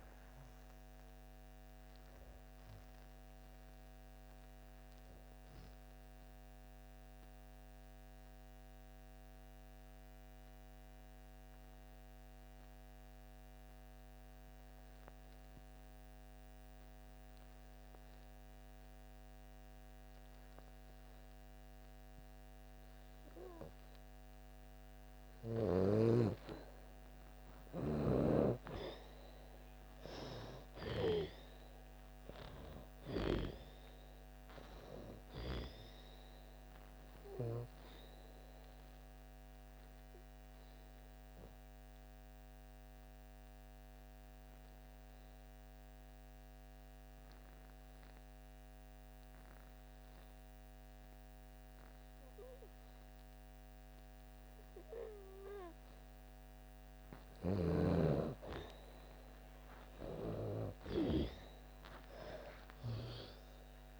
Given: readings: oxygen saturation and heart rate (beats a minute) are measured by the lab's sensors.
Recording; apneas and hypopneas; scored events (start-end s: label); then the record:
breathing in sleep by a microphone on the trachea; 2
0.00-22.00 s: oxygen desaturation (device-marked, oxygen 83% lowest)
6.00-25.00 s: obstructive apnea (oxygen 97% before, 83% lowest)
27.50-32.00 s: arousal
28.00-52.00 s: oxygen desaturation (device-marked, oxygen 98% before, 88% lowest)
37.00-57.50 s: obstructive apnea (oxygen 98% before, 85% lowest)
54.00-64.00 s: oxygen desaturation (device-marked, oxygen 97% before, 85% lowest)
61.00-64.00 s: arousal
From the record:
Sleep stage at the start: N2 (light sleep); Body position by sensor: on the back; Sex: female